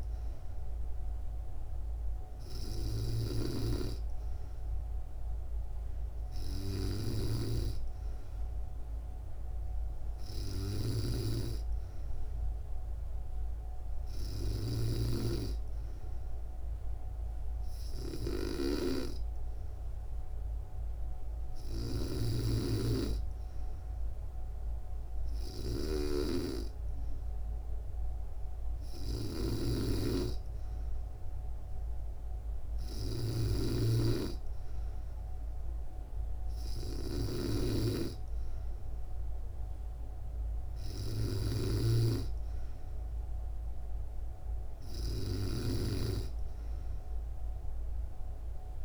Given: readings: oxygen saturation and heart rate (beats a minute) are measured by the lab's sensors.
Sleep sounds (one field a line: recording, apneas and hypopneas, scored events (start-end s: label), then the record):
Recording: breathing in sleep by a room microphone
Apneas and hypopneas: none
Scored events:
0.00-14.50 s: snoring (device-marked)
28.50-48.85 s: snoring (device-marked)
From the record:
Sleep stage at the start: N3 (deep sleep)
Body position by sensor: on the back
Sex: female